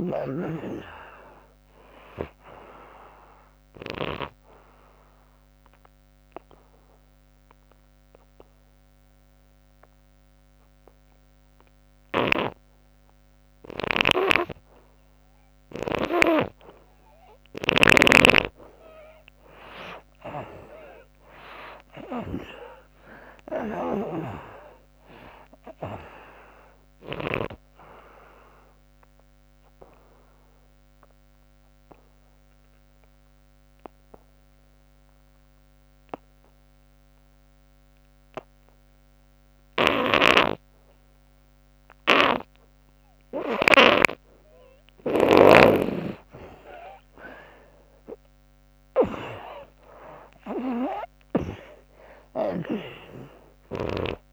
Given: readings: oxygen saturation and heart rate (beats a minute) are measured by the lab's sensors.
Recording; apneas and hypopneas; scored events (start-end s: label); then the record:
breathing in sleep by a microphone on the trachea; 2
0.00-11.50 s: oxygen desaturation (device-marked, oxygen 84% lowest, heart rate 84 extreme)
3.50-13.50 s: obstructive apnea (oxygen 98% before, 80% lowest, heart rate 85 before, 84 extreme)
17.50-24.00 s: snoring (device-marked)
18.50-22.00 s: arousal
20.50-38.50 s: oxygen desaturation (device-marked, oxygen 96% before, 85% lowest, heart rate 108 before, 70 extreme)
27.50-39.00 s: obstructive apnea (oxygen 97% before, 73% lowest, heart rate 102 before, 70 extreme)
45.00-48.50 s: arousal
50.50-54.33 s: oxygen desaturation (device-marked, oxygen 96% before, 80% lowest, heart rate 89 before, 65 extreme)
From the record:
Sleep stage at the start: N2 (light sleep); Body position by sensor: on the back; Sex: female